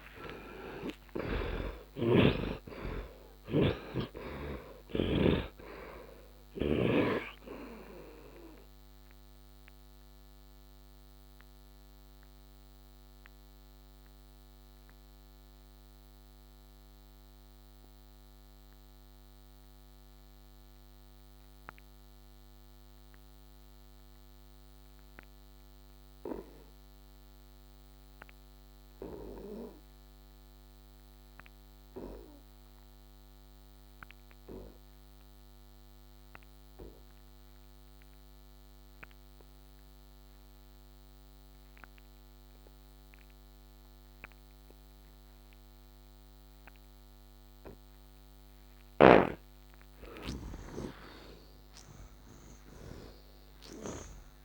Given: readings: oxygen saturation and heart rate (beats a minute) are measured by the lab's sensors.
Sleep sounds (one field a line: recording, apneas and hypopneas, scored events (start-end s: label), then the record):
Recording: breathing in sleep by a microphone on the trachea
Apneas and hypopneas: 1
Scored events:
0.00-3.00 s: arousal
0.00-23.50 s: oxygen desaturation (device-marked, oxygen 49% lowest, heart rate 60 extreme)
3.00-6.50 s: snoring (device-marked)
9.00-47.50 s: mixed apnea (oxygen 74% before, 49% lowest, heart rate 73 before, 63 extreme, up 20 after)
32.50-54.45 s: oxygen desaturation (device-marked, oxygen 86% before, 56% lowest, heart rate 67 before, 64 extreme)
48.50-52.00 s: snoring (device-marked)
50.00-53.50 s: arousal
From the record:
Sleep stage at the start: N2 (light sleep)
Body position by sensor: on the back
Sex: male